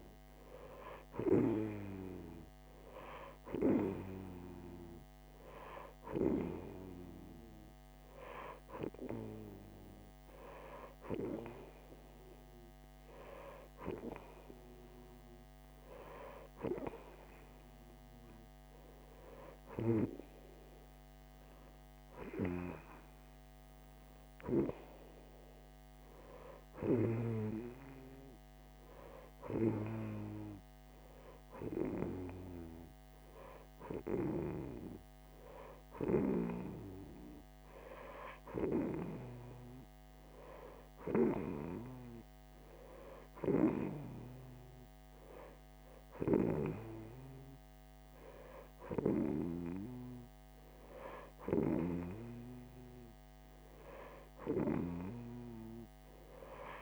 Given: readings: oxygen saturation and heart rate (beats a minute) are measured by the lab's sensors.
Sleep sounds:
breathing in sleep by a microphone on the trachea; 1
33.00-50.00 s: hypopnea (oxygen 90% before, 88% lowest)
52.50-56.00 s: arousal
From the record:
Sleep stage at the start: N2 (light sleep); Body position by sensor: on the right side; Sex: female

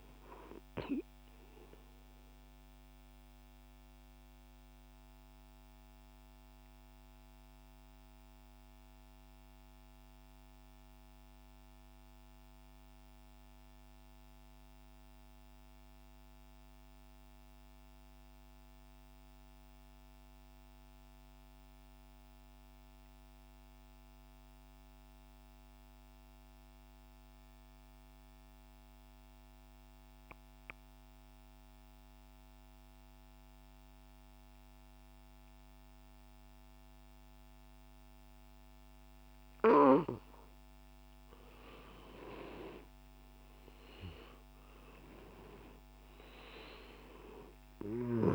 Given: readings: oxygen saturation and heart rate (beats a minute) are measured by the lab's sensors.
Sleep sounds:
breathing in sleep by a microphone on the trachea; 1
0.00-7.50 s: oxygen desaturation (device-marked, oxygen 85% lowest, heart rate 62 extreme)
3.00-40.50 s: mixed apnea (oxygen 95% before, 86% lowest, heart rate 70 before, 60 extreme, up 6 after)
26.50-48.35 s: oxygen desaturation (device-marked, oxygen 99% before, 87% lowest, heart rate 64 before, 60 extreme)
42.50-46.50 s: arousal
From the record:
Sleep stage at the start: N2 (light sleep); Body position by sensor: on the back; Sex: male

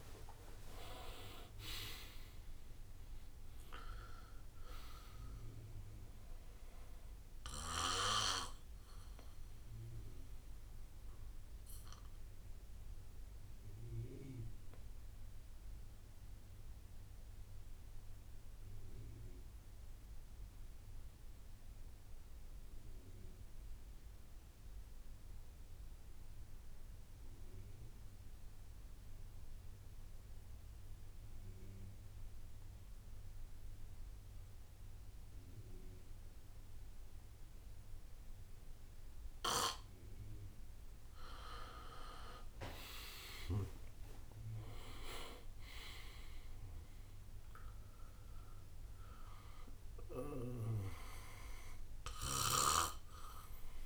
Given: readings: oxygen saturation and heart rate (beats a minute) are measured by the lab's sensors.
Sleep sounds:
breathing in sleep by a room microphone; 1
0.00-2.00 s: arousal
0.00-10.00 s: drop in pulse transit time (device-marked, heart rate 64 extreme)
0.00-19.00 s: oxygen desaturation (device-marked, oxygen 84% lowest, heart rate 57 extreme)
8.00-14.00 s: bradycardia (device-marked, heart rate 65 before, 57 extreme)
8.00-41.00 s: obstructive apnea (oxygen 99% before, 84% lowest, heart rate 69 before, 58 extreme, up 12 after)
37.00-53.86 s: oxygen desaturation (device-marked, oxygen 99% before, 86% lowest, heart rate 62 before, 58 extreme)
42.50-47.50 s: arousal
43.00-53.86 s: drop in pulse transit time (device-marked, heart rate 62 before, 65 extreme)
From the record:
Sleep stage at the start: N2 (light sleep); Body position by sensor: on the back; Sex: male

